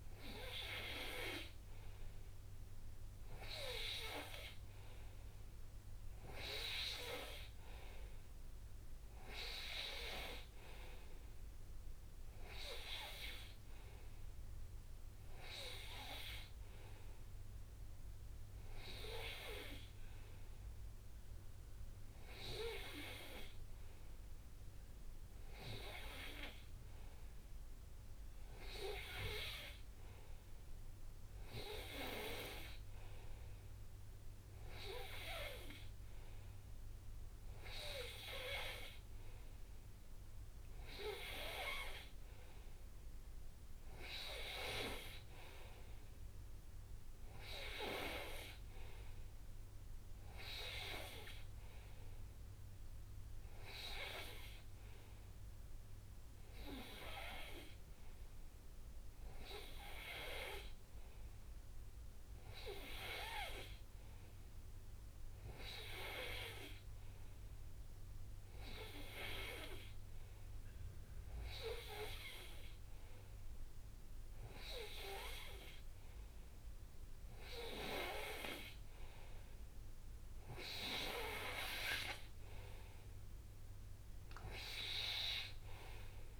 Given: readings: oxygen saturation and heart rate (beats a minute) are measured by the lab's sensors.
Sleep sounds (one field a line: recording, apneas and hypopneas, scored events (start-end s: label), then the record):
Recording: breathing in sleep by a room microphone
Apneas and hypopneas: none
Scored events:
none scored
From the record:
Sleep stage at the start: N2 (light sleep)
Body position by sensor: on the right side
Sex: male